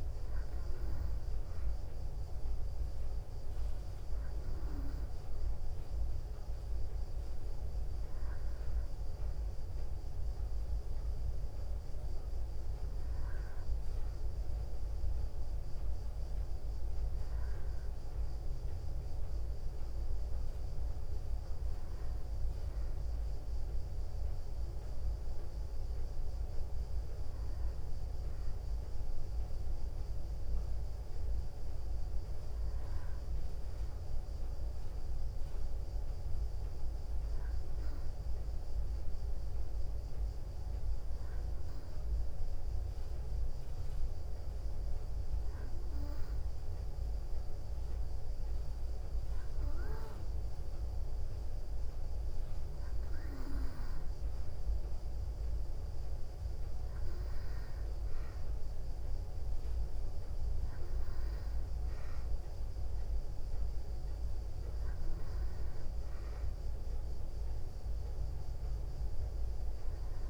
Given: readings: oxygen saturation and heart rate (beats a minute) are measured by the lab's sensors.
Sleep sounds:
breathing in sleep, hard to hear, by a room microphone; 1
37.50-52.50 s: hypopnea (oxygen 93% before, 90% lowest, heart rate 60 before, 60 extreme, up 0 after)
55.00-59.00 s: arousal
From the record:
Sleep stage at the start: N2 (light sleep); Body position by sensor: on the back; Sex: female

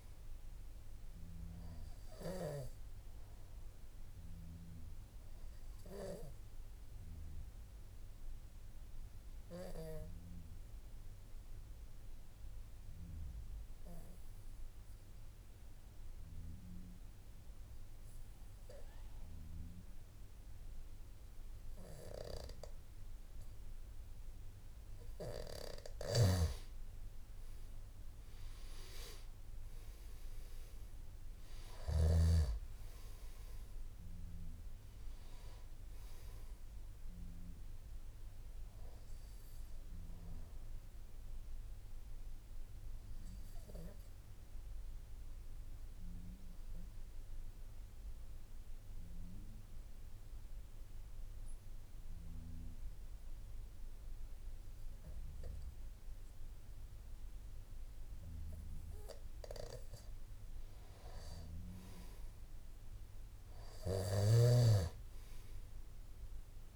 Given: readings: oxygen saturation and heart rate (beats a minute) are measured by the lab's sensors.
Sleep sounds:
breathing in sleep by a room microphone; 2
6.50-25.00 s: obstructive apnea (oxygen 97% before, 91% lowest, heart rate 55 before, 52 extreme, up 8 after)
26.00-32.00 s: snoring (device-marked)
33.50-53.50 s: oxygen desaturation (device-marked, oxygen 98% before, 91% lowest, heart rate 55 before, 52 extreme)
42.00-60.00 s: obstructive apnea (oxygen 98% before, 91% lowest, heart rate 57 before, 53 extreme, up 3 after)
From the record:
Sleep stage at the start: N2 (light sleep); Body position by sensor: on the back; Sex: male

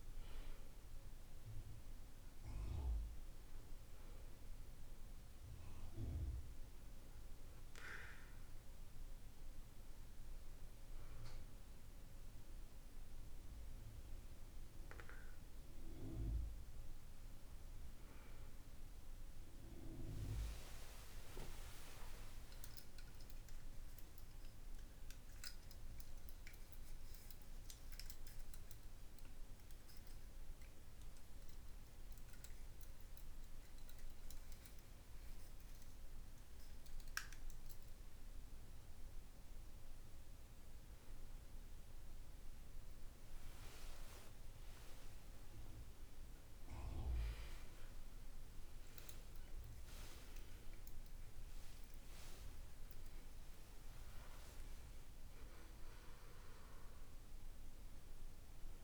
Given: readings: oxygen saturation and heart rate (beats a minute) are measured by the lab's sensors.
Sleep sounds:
breathing in sleep by a room microphone; 1
19.00-23.00 s: arousal
26.50-39.50 s: hypopnea (oxygen 96% before, 93% lowest, heart rate 54 before, 54 extreme, up 0 after)
43.00-50.50 s: arousal
From the record:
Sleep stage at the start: N1 (lightest sleep); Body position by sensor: on the back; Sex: male

